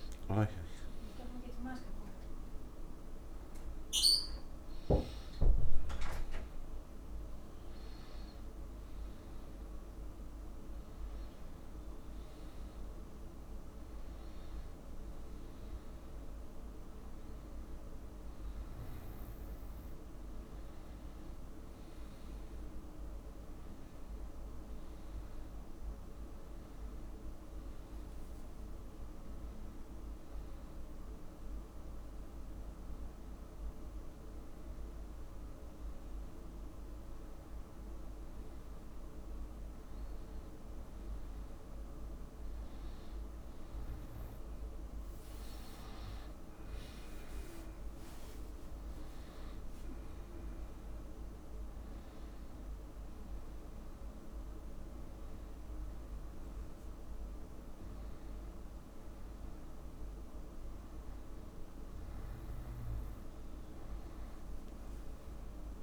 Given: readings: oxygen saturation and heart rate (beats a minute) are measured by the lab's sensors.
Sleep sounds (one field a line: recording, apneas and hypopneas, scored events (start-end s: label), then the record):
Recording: a person partly awake in a sleep study, hard to hear, by a room microphone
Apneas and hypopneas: none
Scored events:
14.00-44.00 s: new sleep stage, N1 (lightest sleep)
44.00-65.83 s: new sleep stage, N2 (light sleep)
From the record:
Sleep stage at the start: awake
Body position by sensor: on the back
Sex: male